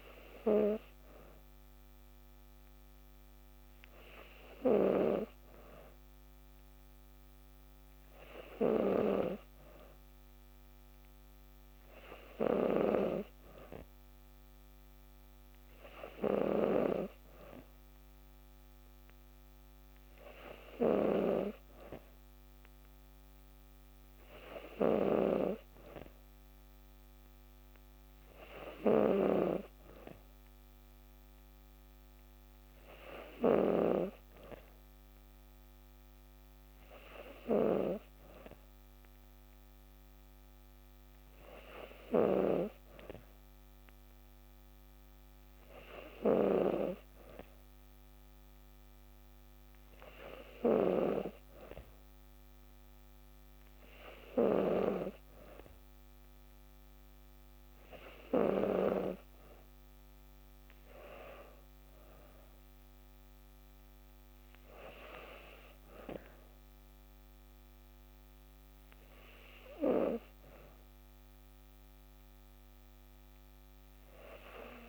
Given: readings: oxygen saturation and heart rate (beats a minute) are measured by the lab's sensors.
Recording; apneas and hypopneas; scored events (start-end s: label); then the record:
breathing in sleep by a microphone on the trachea; none
29.00-34.00 s: snoring (device-marked)
From the record:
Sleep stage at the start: N2 (light sleep); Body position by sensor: on the back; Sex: female